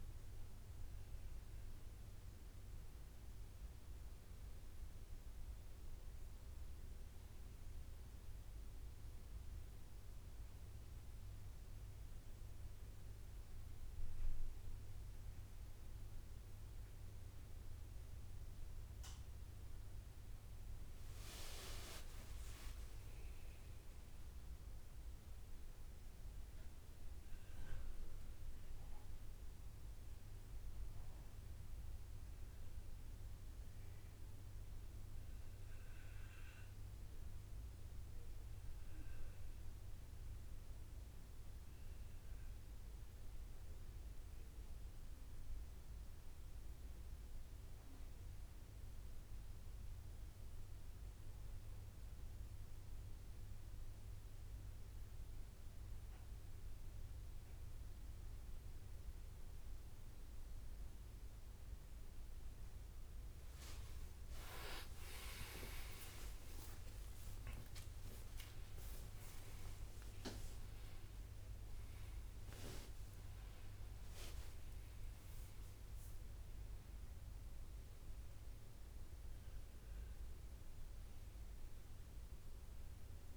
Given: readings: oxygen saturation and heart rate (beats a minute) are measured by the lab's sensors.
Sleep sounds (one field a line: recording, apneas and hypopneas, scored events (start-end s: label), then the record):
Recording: breathing in sleep by a room microphone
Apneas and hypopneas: none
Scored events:
21.00-25.50 s: arousal
22.00-24.00 s: long interval between heartbeats (device-marked, heart rate 69 before, 71 extreme)
64.00-74.00 s: tachycardia (device-marked, heart rate 36 before, 137 extreme)
64.50-66.50 s: long interval between heartbeats (device-marked, heart rate 68 before, 83 extreme)
64.50-68.00 s: arousal
67.00-69.00 s: long interval between heartbeats (device-marked, heart rate 72 before, 108 extreme)
70.50-72.50 s: long interval between heartbeats (device-marked, heart rate 79 before, 116 extreme)
73.50-75.50 s: long interval between heartbeats (device-marked, heart rate 87 before, 115 extreme)
From the record:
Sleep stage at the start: N1 (lightest sleep)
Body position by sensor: on the right side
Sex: male